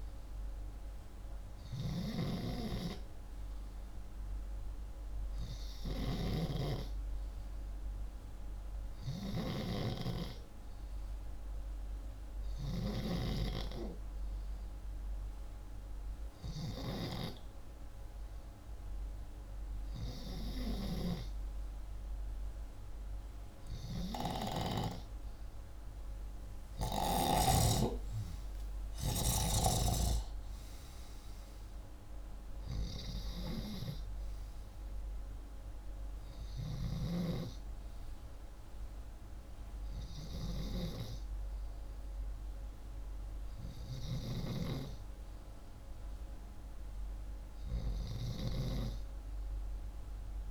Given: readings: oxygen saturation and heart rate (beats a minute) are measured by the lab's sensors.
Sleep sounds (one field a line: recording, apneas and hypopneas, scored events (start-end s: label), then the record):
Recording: breathing in sleep by a room microphone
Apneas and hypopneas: none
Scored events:
0.00-6.00 s: snoring (device-marked)
26.00-30.00 s: arousal
From the record:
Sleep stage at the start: N2 (light sleep)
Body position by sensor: upright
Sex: male